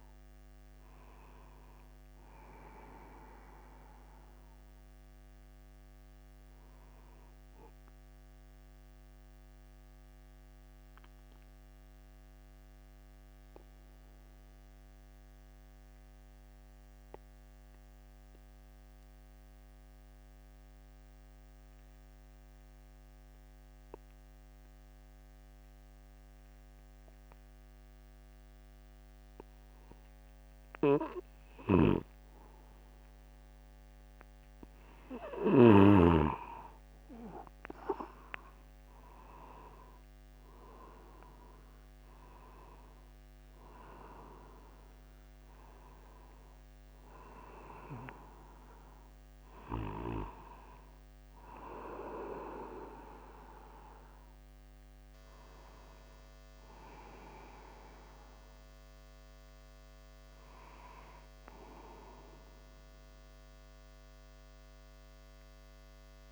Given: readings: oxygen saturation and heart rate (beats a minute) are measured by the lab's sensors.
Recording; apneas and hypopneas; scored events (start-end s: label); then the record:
breathing in sleep by a microphone on the trachea; 1
5.00-25.00 s: oxygen desaturation (device-marked, oxygen 96% before, 93% lowest, heart rate 52 before, 50 extreme)
8.50-32.50 s: mixed apnea (oxygen 97% before, 93% lowest, heart rate 51 before, 50 extreme, up 9 after)
32.00-36.50 s: snoring (device-marked)
35.50-39.00 s: arousal
36.00-38.00 s: long interval between heartbeats (device-marked, heart rate 51 before, 59 extreme)
62.50-66.00 s: arousal
From the record:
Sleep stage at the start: N2 (light sleep); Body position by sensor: upright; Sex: male